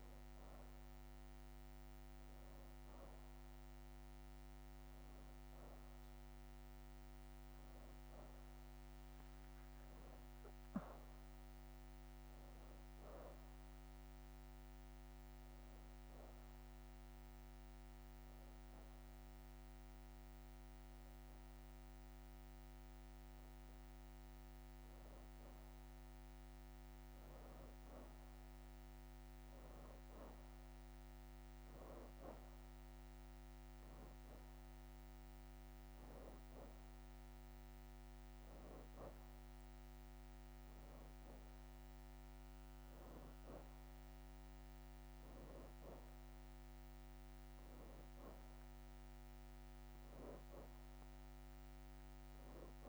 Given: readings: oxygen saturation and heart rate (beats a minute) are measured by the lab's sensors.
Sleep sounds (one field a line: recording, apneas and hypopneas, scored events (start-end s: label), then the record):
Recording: breathing in sleep, hard to hear, by a microphone on the trachea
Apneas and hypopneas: 1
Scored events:
0.00-1.50 s: arousal
0.00-10.50 s: oxygen desaturation (device-marked, oxygen 89% lowest, heart rate 81 extreme)
6.00-11.50 s: leg movement (device-marked)
17.50-28.00 s: hypopnea (oxygen 94% before, 87% lowest, heart rate 88 before, 81 extreme, up 3 after)
30.00-34.00 s: arousal
33.50-42.50 s: oxygen desaturation (device-marked, oxygen 94% before, 88% lowest, heart rate 84 before, 83 extreme)
From the record:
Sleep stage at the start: N2 (light sleep)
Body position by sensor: on the back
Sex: female